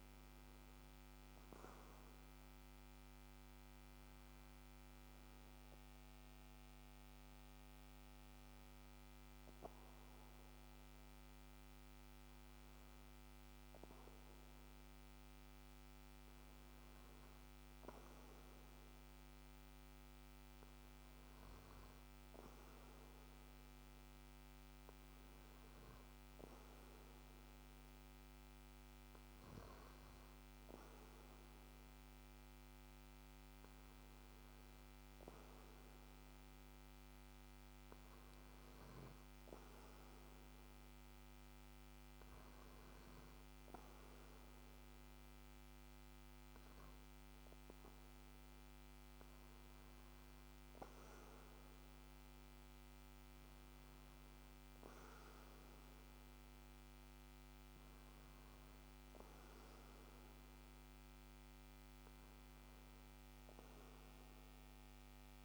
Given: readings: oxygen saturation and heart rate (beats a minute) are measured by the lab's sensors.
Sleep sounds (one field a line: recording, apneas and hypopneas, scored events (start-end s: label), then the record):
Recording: breathing in sleep, hard to hear, by a microphone on the trachea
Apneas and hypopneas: none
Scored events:
none scored
From the record:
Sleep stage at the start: N2 (light sleep)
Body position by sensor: on the back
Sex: male